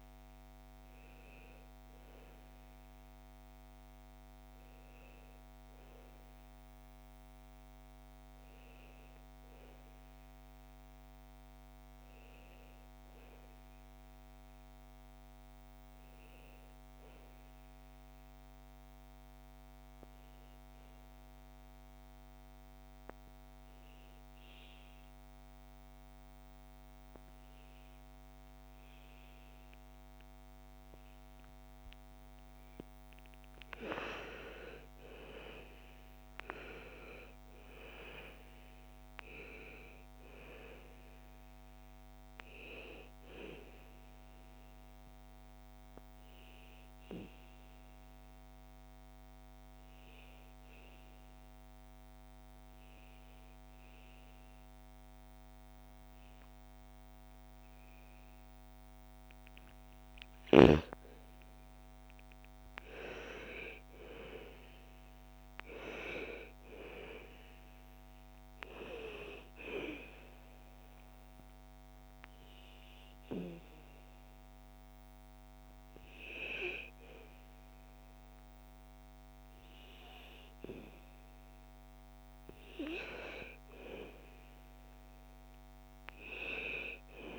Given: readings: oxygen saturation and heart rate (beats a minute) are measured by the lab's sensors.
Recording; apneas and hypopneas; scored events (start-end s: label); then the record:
breathing in sleep by a microphone on the trachea; 2
0.00-18.50 s: oxygen desaturation (device-marked, oxygen 88% lowest, heart rate 53 extreme)
17.00-31.00 s: obstructive apnea (oxygen 96% before, 88% lowest, heart rate 60 before, 53 extreme, up 13 after)
32.50-36.00 s: arousal
34.50-51.50 s: oxygen desaturation (device-marked, oxygen 98% before, 88% lowest, heart rate 56 before, 55 extreme)
42.50-58.50 s: obstructive apnea (oxygen 98% before, 88% lowest, heart rate 58 before, 55 extreme, up 7 after)
60.50-64.50 s: arousal
65.50-79.50 s: oxygen desaturation (device-marked, oxygen 98% before, 90% lowest, heart rate 58 before, 58 extreme)
85.50-87.39 s: arousal
From the record:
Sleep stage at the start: REM sleep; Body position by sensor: on the back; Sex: female